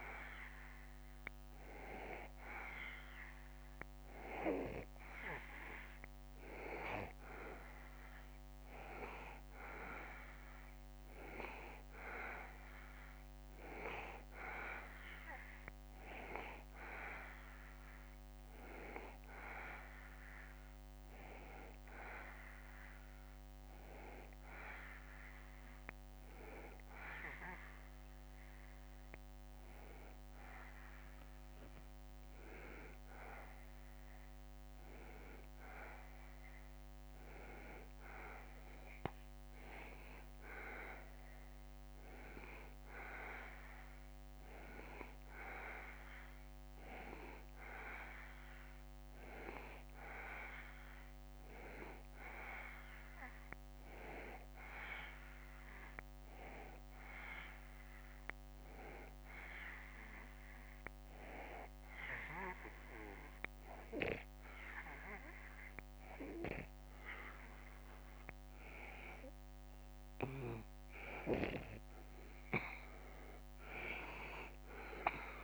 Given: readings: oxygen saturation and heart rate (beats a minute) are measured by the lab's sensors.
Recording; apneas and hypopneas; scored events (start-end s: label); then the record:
breathing in sleep by a microphone on the trachea; 1
28.50-33.00 s: arousal
54.50-70.50 s: hypopnea (oxygen 93% before, 87% lowest, heart rate 75 before, 73 extreme, up 1 after)
73.50-75.44 s: arousal
74.00-75.44 s: oxygen desaturation (device-marked, oxygen 93% before, 89% lowest, heart rate 74 before, 70 extreme)
From the record:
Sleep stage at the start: N2 (light sleep); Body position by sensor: on the back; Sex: male